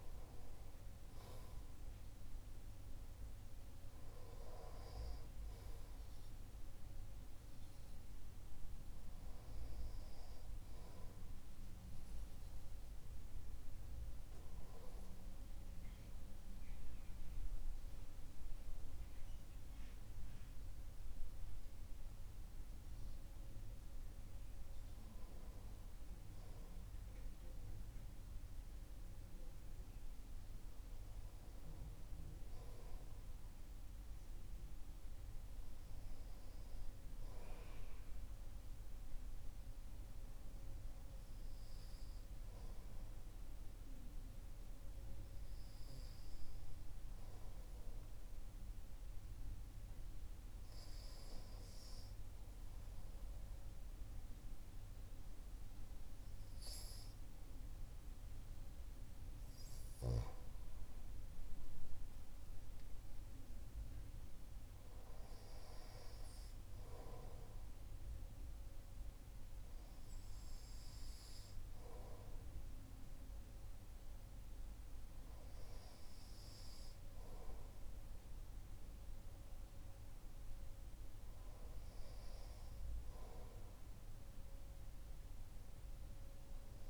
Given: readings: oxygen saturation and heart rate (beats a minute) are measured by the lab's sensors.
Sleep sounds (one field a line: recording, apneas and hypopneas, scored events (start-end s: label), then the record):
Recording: breathing in sleep, hard to hear, by a room microphone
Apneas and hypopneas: none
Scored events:
none scored
From the record:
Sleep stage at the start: REM sleep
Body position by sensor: on the right side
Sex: male